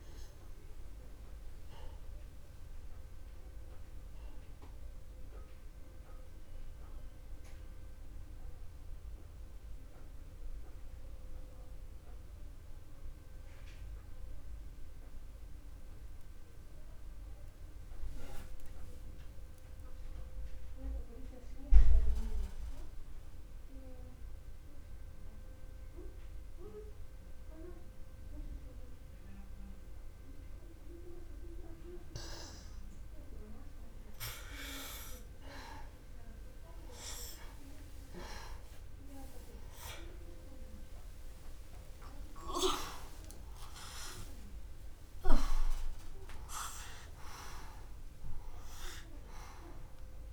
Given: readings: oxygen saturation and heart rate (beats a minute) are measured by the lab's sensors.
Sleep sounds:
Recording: breathing in sleep by a room microphone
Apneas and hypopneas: 1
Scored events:
0.00-17.00 s: oxygen desaturation (device-marked, oxygen 87% lowest)
6.50-34.00 s: mixed apnea (oxygen 96% before, 82% lowest)
37.00-41.50 s: arousal
39.00-50.33 s: oxygen desaturation (device-marked, oxygen 97% before, 82% lowest, heart rate 44 before, 57 extreme)
From the record:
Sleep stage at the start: N2 (light sleep)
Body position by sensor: on the back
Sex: male

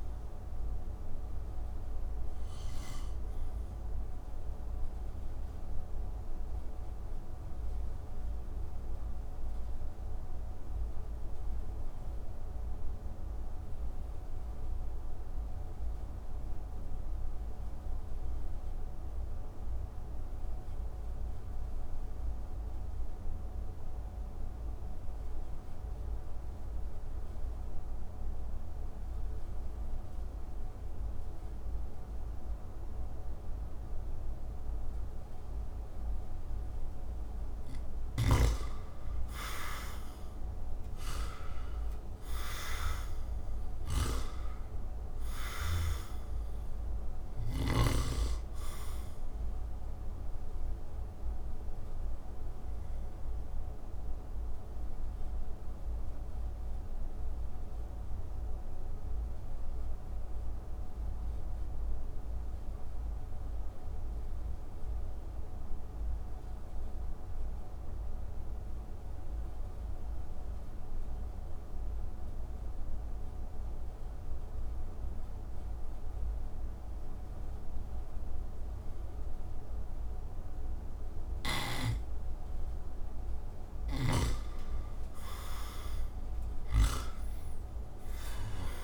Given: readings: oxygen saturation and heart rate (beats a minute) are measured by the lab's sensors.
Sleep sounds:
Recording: breathing in sleep by a room microphone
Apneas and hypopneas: 2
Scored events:
0.00-22.50 s: oxygen desaturation (device-marked, oxygen 79% lowest)
1.50-37.00 s: mixed apnea (oxygen 98% before, 79% lowest)
36.50-68.50 s: oxygen desaturation (device-marked, oxygen 98% before, 79% lowest)
38.50-42.50 s: arousal
51.00-82.50 s: mixed apnea (oxygen 98% before, 79% lowest)
81.50-88.84 s: oxygen desaturation (device-marked, oxygen 98% before, 80% lowest)
83.00-88.84 s: snoring (device-marked)
85.00-88.84 s: arousal
From the record:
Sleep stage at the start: N2 (light sleep)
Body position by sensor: on the back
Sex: male

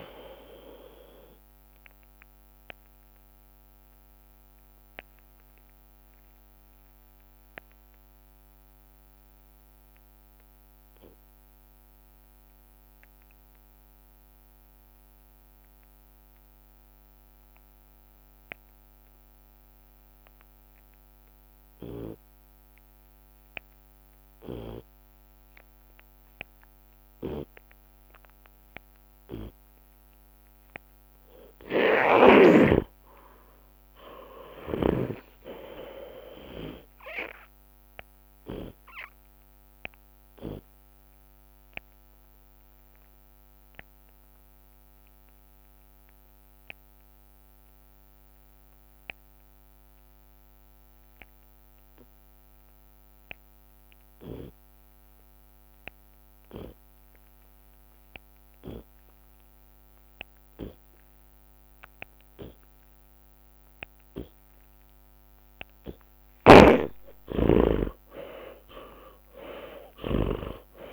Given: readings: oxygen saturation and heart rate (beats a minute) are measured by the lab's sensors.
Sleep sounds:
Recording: breathing in sleep by a microphone on the trachea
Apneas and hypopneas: 2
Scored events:
0.00-28.50 s: oxygen desaturation (device-marked, oxygen 70% lowest)
0.50-10.50 s: drop in pulse transit time (device-marked, heart rate 104 before, 37 extreme)
1.50-26.50 s: tachycardia (device-marked, heart rate 75 before, 169 extreme)
2.50-30.50 s: obstructive apnea (oxygen 98% before, 70% lowest)
6.00-8.00 s: long interval between heartbeats (device-marked, heart rate 92 before, 150 extreme)
8.50-10.50 s: long interval between heartbeats (device-marked, heart rate 97 before, 159 extreme)
10.50-12.50 s: long interval between heartbeats (device-marked, heart rate 101 before, 166 extreme)
15.00-17.00 s: long interval between heartbeats (device-marked, heart rate 110 before, 157 extreme)
17.00-19.00 s: long interval between heartbeats (device-marked, heart rate 113 before, 153 extreme)
19.50-21.50 s: long interval between heartbeats (device-marked, heart rate 129 before, 154 extreme)
21.50-23.50 s: long interval between heartbeats (device-marked, heart rate 141 before, 157 extreme)
21.50-28.50 s: drop in pulse transit time (device-marked, heart rate 141 before, 106 extreme)
25.00-27.00 s: long interval between heartbeats (device-marked, heart rate 157 before, 120 extreme)
27.50-29.50 s: long interval between heartbeats (device-marked, heart rate 153 before, 106 extreme)
30.00-32.00 s: long interval between heartbeats (device-marked, heart rate 148 before, 79 extreme)
32.00-35.50 s: snoring (device-marked)
33.50-37.50 s: arousal
36.50-38.50 s: long interval between heartbeats (device-marked, heart rate 114 before, 36 extreme)
38.50-40.50 s: long interval between heartbeats (device-marked, heart rate 103 before, 32 extreme)
40.50-49.50 s: drop in pulse transit time (device-marked)
41.00-64.50 s: obstructive apnea (oxygen 97% before, 86% lowest)
51.50-53.50 s: long interval between heartbeats (device-marked, heart rate 35 before, 67 extreme)
57.50-64.50 s: drop in pulse transit time (device-marked, heart rate 39 before, 69 extreme)
57.50-66.50 s: oxygen desaturation (device-marked, oxygen 97% before, 87% lowest)
59.00-61.00 s: long interval between heartbeats (device-marked, heart rate 41 before, 70 extreme)
60.50-63.50 s: tachycardia (device-marked, heart rate 79 before, 97 extreme)
61.00-63.00 s: long interval between heartbeats (device-marked, heart rate 45 before, 90 extreme)
64.50-66.50 s: long interval between heartbeats (device-marked, heart rate 58 before, 104 extreme)
64.50-68.50 s: tachycardia (device-marked, heart rate 79 before, 117 extreme)
66.50-68.50 s: long interval between heartbeats (device-marked, heart rate 67 before, 98 extreme)
66.50-70.93 s: snoring (device-marked)
67.50-70.93 s: arousal
From the record:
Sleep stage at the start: N2 (light sleep)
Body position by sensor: on the left side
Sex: male

